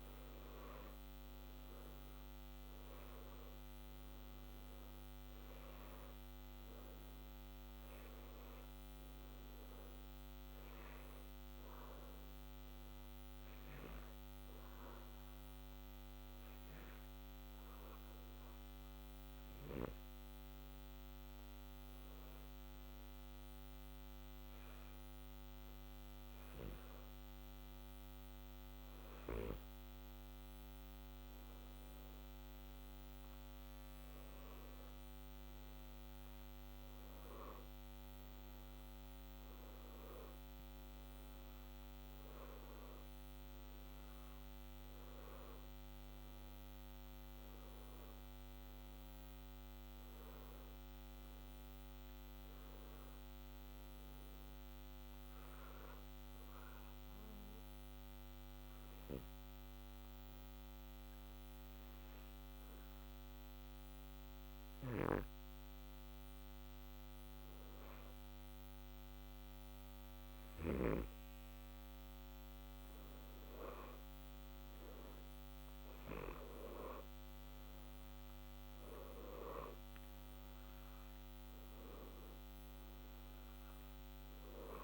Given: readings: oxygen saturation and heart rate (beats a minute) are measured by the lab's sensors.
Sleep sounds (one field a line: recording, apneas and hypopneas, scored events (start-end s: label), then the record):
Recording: breathing in sleep by a microphone on the trachea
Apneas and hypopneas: 2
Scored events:
0.50-8.50 s: oxygen desaturation (device-marked, oxygen 92% before, 89% lowest, heart rate 61 before, 61 extreme)
15.50-29.50 s: obstructive apnea (oxygen 92% before, 89% lowest, heart rate 61 before, 60 extreme, up 0 after)
32.00-36.50 s: arousal
55.00-71.00 s: obstructive apnea (oxygen 92% before, 89% lowest, heart rate 61 before, 60 extreme, up 2 after)
73.50-77.50 s: arousal
83.50-84.84 s: oxygen desaturation (device-marked, oxygen 93% before, 89% lowest, heart rate 61 before, 60 extreme)
From the record:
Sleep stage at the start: N1 (lightest sleep)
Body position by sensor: on the back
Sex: male